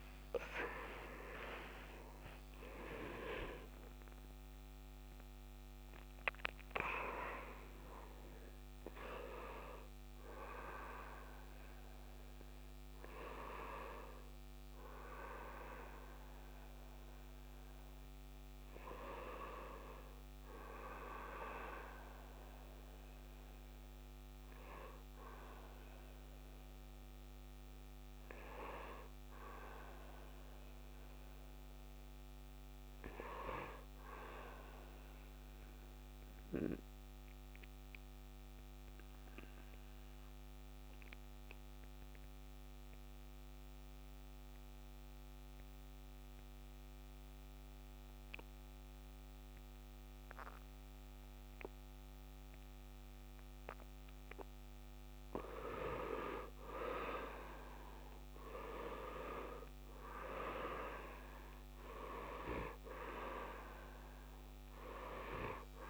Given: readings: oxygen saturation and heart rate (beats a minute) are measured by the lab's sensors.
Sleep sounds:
breathing in sleep by a microphone on the trachea; 1
0.00-11.00 s: oxygen desaturation (device-marked, oxygen 75% lowest, heart rate 67 extreme)
23.00-55.00 s: obstructive apnea (oxygen 100% before, 79% lowest, heart rate 91 before, 69 extreme, up 8 after)
42.00-65.90 s: oxygen desaturation (device-marked, oxygen 99% before, 82% lowest, heart rate 72 before, 72 extreme)
46.00-65.90 s: new sleep stage, N2 (light sleep)
57.50-61.00 s: arousal
From the record:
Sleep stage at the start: N1 (lightest sleep); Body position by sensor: on the right side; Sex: male

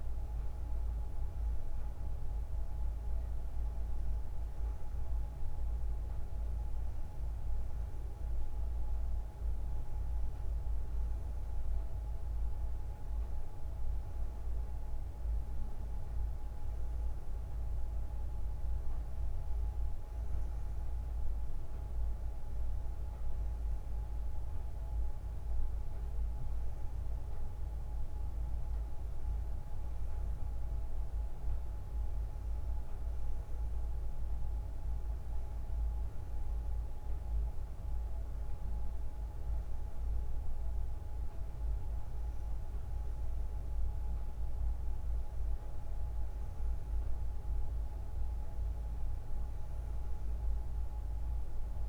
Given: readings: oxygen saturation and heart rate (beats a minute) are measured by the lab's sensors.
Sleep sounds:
breathing in sleep, hard to hear, by a room microphone; none
none scored
From the record:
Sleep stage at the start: N2 (light sleep); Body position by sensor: on the front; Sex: female

